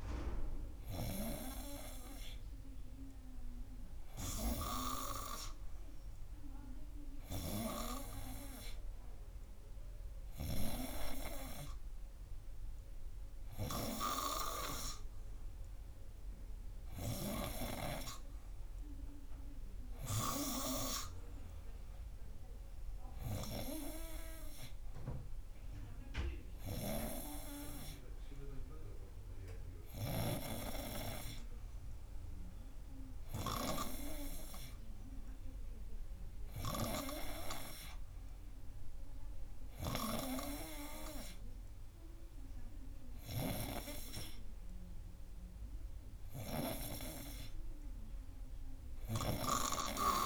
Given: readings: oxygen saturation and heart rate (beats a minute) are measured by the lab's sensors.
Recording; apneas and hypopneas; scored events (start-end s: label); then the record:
breathing in sleep by a room microphone; none
none scored
From the record:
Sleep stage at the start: N2 (light sleep); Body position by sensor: on the front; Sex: male